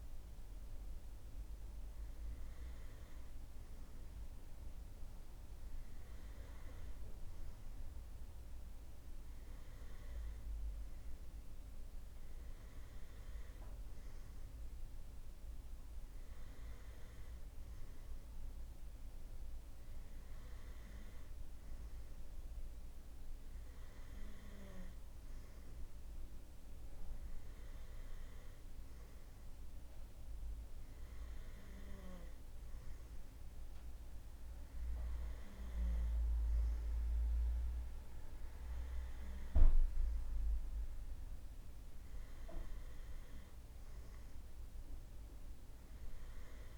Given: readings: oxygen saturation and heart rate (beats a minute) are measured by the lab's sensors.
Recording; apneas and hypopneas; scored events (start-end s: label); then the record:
breathing in sleep, hard to hear, by a room microphone; none
none scored
From the record:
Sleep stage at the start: N2 (light sleep); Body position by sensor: on the right side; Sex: male